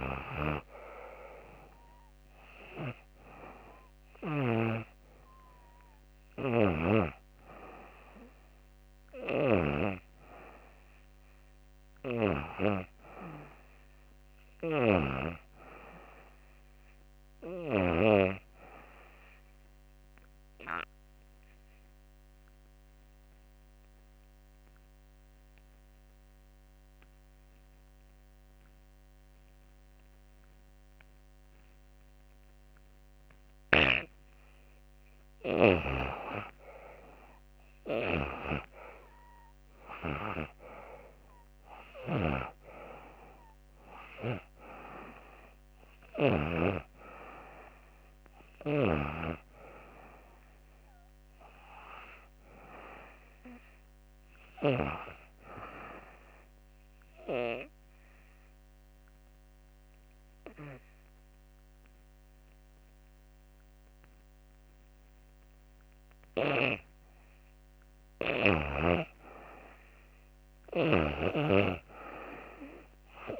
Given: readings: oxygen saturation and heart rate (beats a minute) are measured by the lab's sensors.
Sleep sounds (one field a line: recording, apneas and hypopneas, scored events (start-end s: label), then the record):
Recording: breathing in sleep by a microphone on the trachea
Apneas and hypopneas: 2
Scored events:
0.00-3.00 s: arousal
0.00-16.50 s: oxygen desaturation (device-marked, oxygen 87% lowest, heart rate 76 extreme)
19.00-33.50 s: obstructive apnea (oxygen 98% before, 83% lowest, heart rate 86 before, 76 extreme, up 11 after)
32.50-53.50 s: oxygen desaturation (device-marked, oxygen 96% before, 83% lowest, heart rate 82 before, 82 extreme)
36.50-41.00 s: arousal
55.50-66.50 s: obstructive apnea (oxygen 97% before, 88% lowest, heart rate 86 before, 82 extreme, up 3 after)
68.00-71.50 s: arousal
69.50-73.40 s: oxygen desaturation (device-marked, oxygen 96% before, 89% lowest, heart rate 85 before, 82 extreme)
From the record:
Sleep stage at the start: N2 (light sleep)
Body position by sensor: on the back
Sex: female